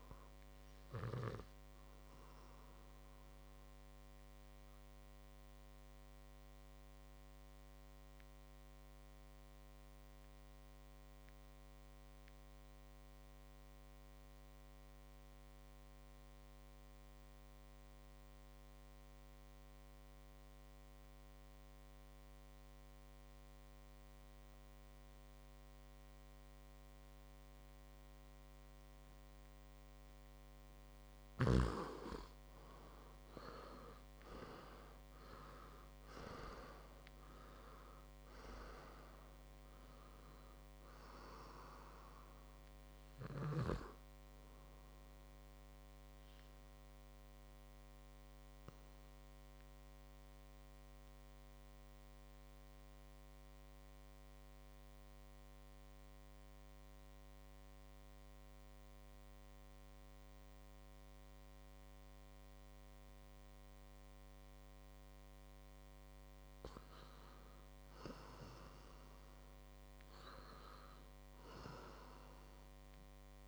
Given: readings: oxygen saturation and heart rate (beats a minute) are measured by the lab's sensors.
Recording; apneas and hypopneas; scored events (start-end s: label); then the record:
breathing in sleep by a microphone on the trachea; 2
0.00-13.50 s: oxygen desaturation (device-marked, oxygen 87% lowest, heart rate 58 extreme)
2.50-30.00 s: mixed apnea (oxygen 99% before, 87% lowest, heart rate 67 before, 56 extreme, up 16 after)
28.50-56.50 s: oxygen desaturation (device-marked, oxygen 99% before, 88% lowest, heart rate 61 before, 56 extreme)
33.00-38.00 s: arousal
47.00-65.50 s: mixed apnea (oxygen 99% before, 88% lowest, heart rate 68 before, 56 extreme, up 7 after)
67.00-70.00 s: arousal
70.50-73.48 s: oxygen desaturation (device-marked, oxygen 100% before, 94% lowest, heart rate 59 before, 57 extreme)
From the record:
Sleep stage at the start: N2 (light sleep); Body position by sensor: on the back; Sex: male